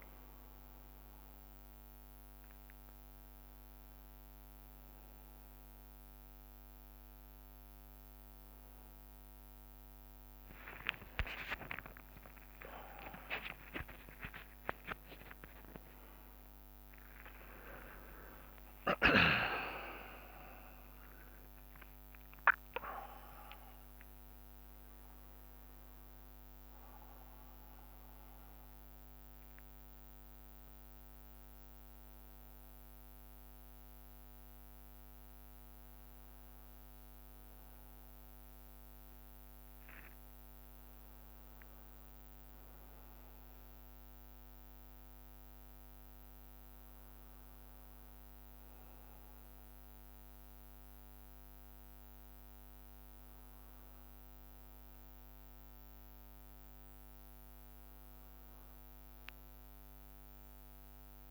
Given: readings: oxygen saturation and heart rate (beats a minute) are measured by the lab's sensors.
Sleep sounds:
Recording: a person partly awake in a sleep study, by a microphone on the trachea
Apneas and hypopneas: none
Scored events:
0.00-1.00 s: long interval between heartbeats (device-marked, heart rate 78 extreme)
8.00-18.00 s: drop in pulse transit time (device-marked, heart rate 79 before, 62 extreme)
11.00-22.00 s: tachycardia (device-marked, heart rate 71 before, 135 extreme)
11.50-13.50 s: long interval between heartbeats (device-marked, heart rate 77 before, 79 extreme)
13.50-15.50 s: long interval between heartbeats (device-marked, heart rate 77 before, 98 extreme)
19.50-21.50 s: long interval between heartbeats (device-marked, heart rate 87 before, 116 extreme)
21.00-61.31 s: new sleep stage, N1 (lightest sleep)
24.00-26.00 s: long interval between heartbeats (device-marked, heart rate 97 before, 93 extreme)
From the record:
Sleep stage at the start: awake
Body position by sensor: on the back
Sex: male

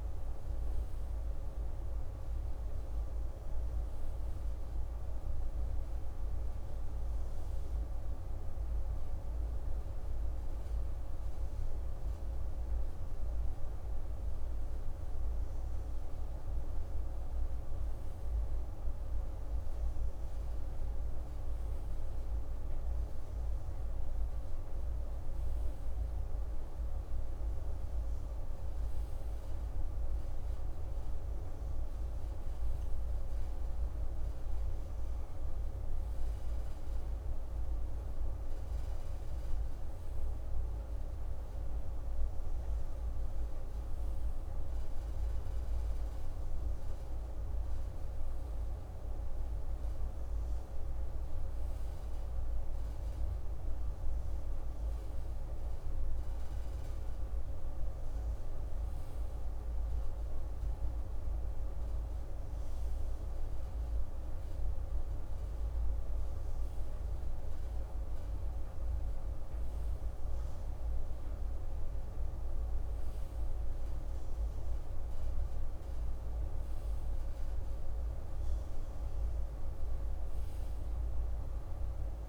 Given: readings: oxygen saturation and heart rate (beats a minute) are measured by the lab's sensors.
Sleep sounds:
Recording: breathing in sleep, hard to hear, by a room microphone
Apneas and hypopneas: none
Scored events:
none scored
From the record:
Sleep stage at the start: REM sleep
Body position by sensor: on the right side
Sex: male

